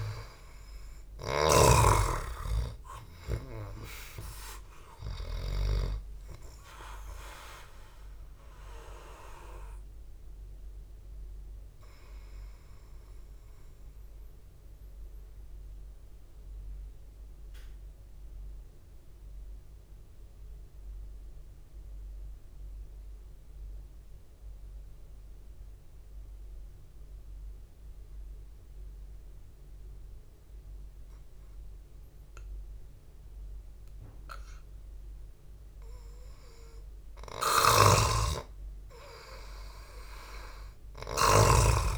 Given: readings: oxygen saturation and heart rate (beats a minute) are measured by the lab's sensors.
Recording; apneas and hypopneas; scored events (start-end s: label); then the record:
breathing in sleep by a room microphone; 1
0.00-2.00 s: arousal
0.00-2.00 s: snoring (device-marked)
14.00-36.50 s: obstructive apnea (oxygen 98% before, 92% lowest, heart rate 57 before, 53 extreme)
21.50-30.50 s: oxygen desaturation (device-marked, oxygen 95% before, 92% lowest, heart rate 57 before, 53 extreme)
37.50-41.98 s: snoring (device-marked)
39.00-41.98 s: arousal
From the record:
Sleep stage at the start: N2 (light sleep); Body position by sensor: on the back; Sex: male